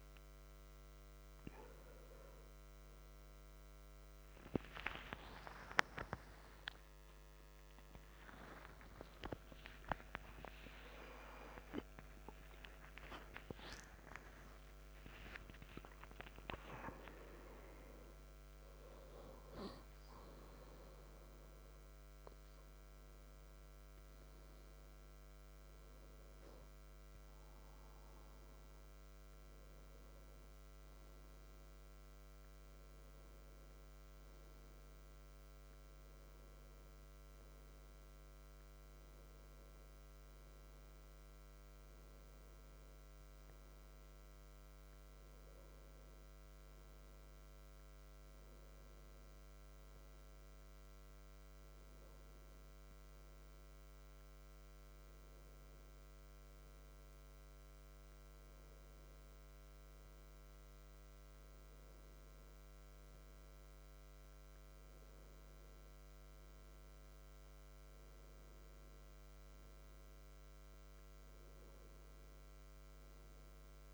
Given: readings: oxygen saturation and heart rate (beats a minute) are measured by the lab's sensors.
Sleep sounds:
a person partly awake in a sleep study, by a microphone on the trachea; none
25.00-73.93 s: new sleep stage, N1 (lightest sleep)
From the record:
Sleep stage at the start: awake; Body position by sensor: on the back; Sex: male

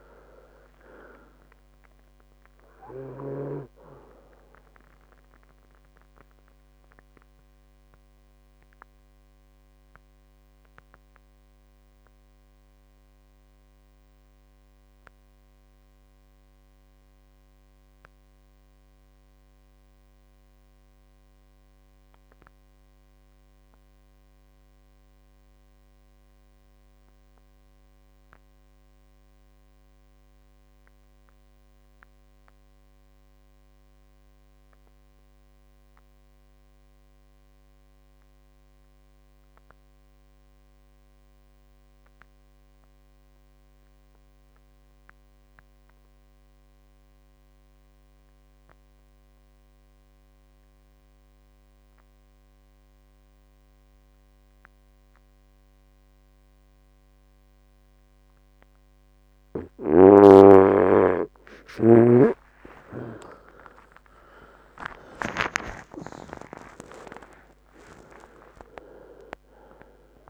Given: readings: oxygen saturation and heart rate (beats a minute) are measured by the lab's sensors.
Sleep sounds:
breathing in sleep by a microphone on the trachea; 1
0.00-20.00 s: oxygen desaturation (device-marked, oxygen 82% lowest, heart rate 59 extreme)
2.00-4.00 s: long interval between heartbeats (device-marked, heart rate 74 before, 82 extreme)
6.00-59.00 s: mixed apnea (oxygen 95% before, 81% lowest, heart rate 78 before, 58 extreme, up 33 after)
40.00-70.00 s: oxygen desaturation (device-marked, oxygen 98% before, 87% lowest, heart rate 64 before, 58 extreme)
63.50-68.00 s: arousal
65.00-67.00 s: long interval between heartbeats (device-marked, heart rate 63 before, 86 extreme)
From the record:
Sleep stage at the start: N2 (light sleep); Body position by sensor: on the right side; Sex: male

